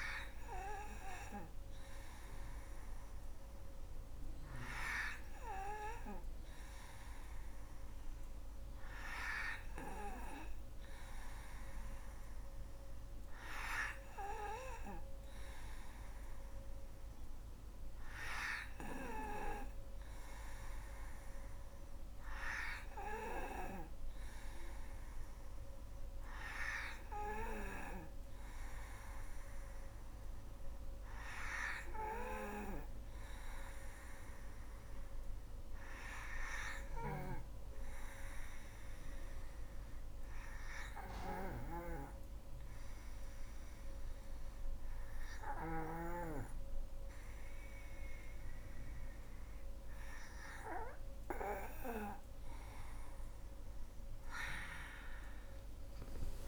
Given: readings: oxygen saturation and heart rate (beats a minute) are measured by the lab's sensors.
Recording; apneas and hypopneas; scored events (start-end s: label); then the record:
breathing in sleep by a room microphone; 1
14.50-56.48 s: new sleep stage, N2 (light sleep)
37.50-51.00 s: hypopnea (oxygen 94% before, 86% lowest, heart rate 72 before, 67 extreme, up 10 after)
49.50-56.48 s: oxygen desaturation (device-marked, oxygen 93% before, 86% lowest, heart rate 69 before, 70 extreme)
From the record:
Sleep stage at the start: N3 (deep sleep); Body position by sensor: on the back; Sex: female